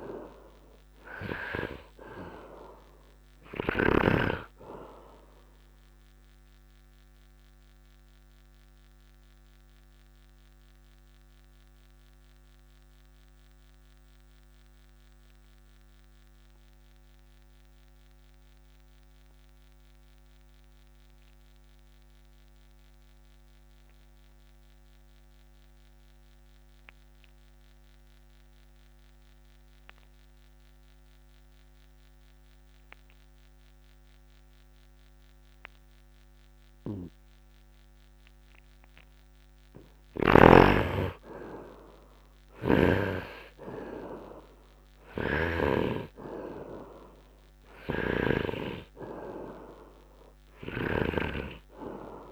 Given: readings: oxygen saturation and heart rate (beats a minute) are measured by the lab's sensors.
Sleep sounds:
breathing in sleep by a microphone on the trachea; 1
0.00-21.00 s: oxygen desaturation (device-marked, oxygen 70% lowest, heart rate 54 extreme)
7.50-38.50 s: obstructive apnea (oxygen 97% before, 68% lowest, heart rate 62 before, 57 extreme, up 1 after)
39.00-52.32 s: oxygen desaturation (device-marked, oxygen 98% before, 68% lowest, heart rate 65 before, 58 extreme)
40.50-45.00 s: arousal
42.50-46.00 s: snoring (device-marked)
48.00-51.50 s: snoring (device-marked)
From the record:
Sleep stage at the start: N2 (light sleep); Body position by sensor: upright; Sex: male

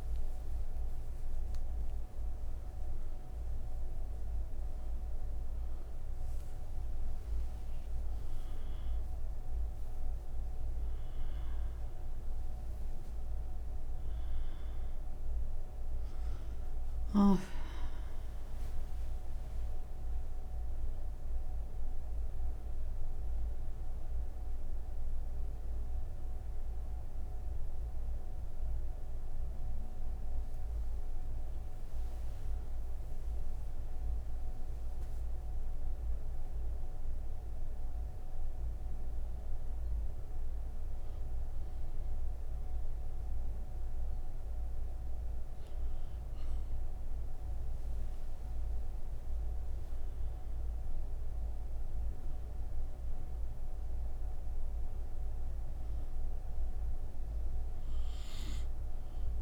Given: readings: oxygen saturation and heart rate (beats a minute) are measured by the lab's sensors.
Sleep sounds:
breathing in sleep, hard to hear, by a room microphone; 1
37.50-47.50 s: obstructive apnea (oxygen 96% before, 94% lowest, heart rate 57 before, 50 extreme, up 12 after)
From the record:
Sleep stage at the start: N3 (deep sleep); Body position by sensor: on the right side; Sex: female

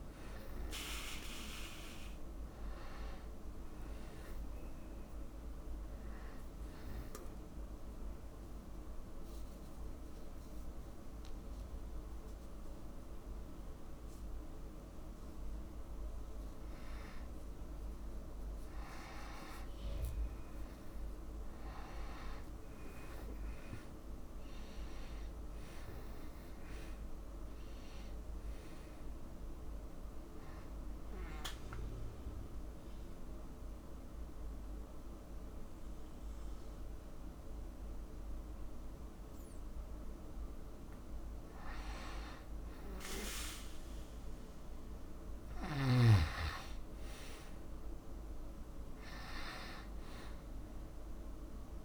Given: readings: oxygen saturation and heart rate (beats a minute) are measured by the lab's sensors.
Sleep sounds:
breathing in sleep by a room microphone; 2
0.00-1.50 s: arousal
3.50-16.50 s: oxygen desaturation (device-marked, oxygen 99% before, 94% lowest, heart rate 67 before, 61 extreme)
7.50-19.00 s: mixed apnea (oxygen 99% before, 94% lowest, heart rate 68 before, 61 extreme, up 0 after)
21.50-25.00 s: arousal
31.00-42.00 s: mixed apnea (oxygen 98% before, 91% lowest, heart rate 68 before, 59 extreme, up 4 after)
45.50-49.00 s: arousal
50.50-51.85 s: oxygen desaturation (device-marked, oxygen 98% before, 94% lowest, heart rate 64 before, 61 extreme)
From the record:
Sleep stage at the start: N2 (light sleep); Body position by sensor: on the back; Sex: male

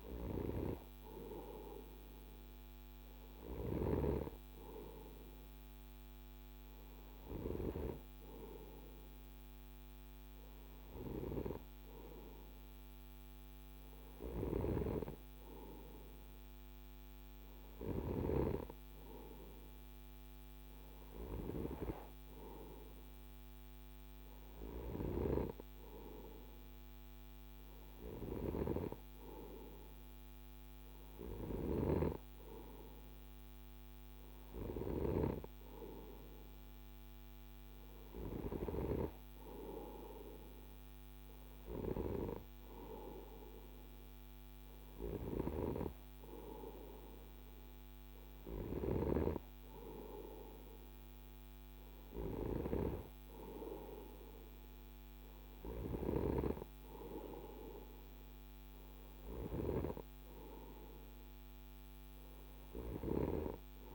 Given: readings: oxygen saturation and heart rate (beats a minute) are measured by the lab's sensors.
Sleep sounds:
breathing in sleep by a microphone on the trachea; none
none scored
From the record:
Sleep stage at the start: N2 (light sleep); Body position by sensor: on the right side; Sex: male

